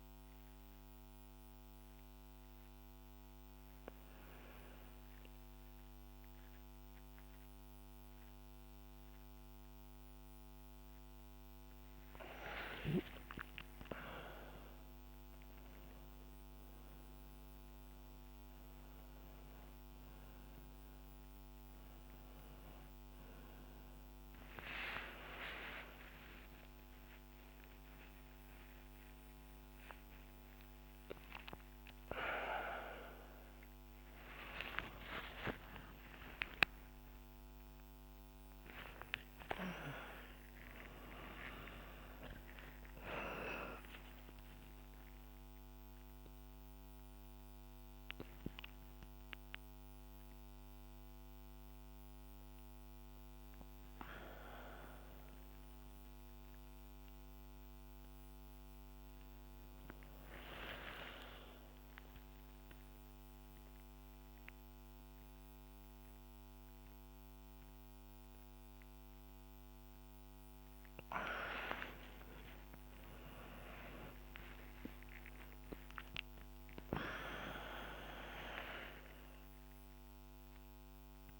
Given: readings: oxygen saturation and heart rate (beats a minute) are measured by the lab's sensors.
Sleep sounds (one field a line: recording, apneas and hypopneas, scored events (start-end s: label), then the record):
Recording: a person awake in a sleep study, by a microphone on the trachea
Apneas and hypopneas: none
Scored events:
18.00-21.00 s: bradycardia (device-marked, heart rate 77 before, 65 extreme)
From the record:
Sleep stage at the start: awake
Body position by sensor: on the back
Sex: female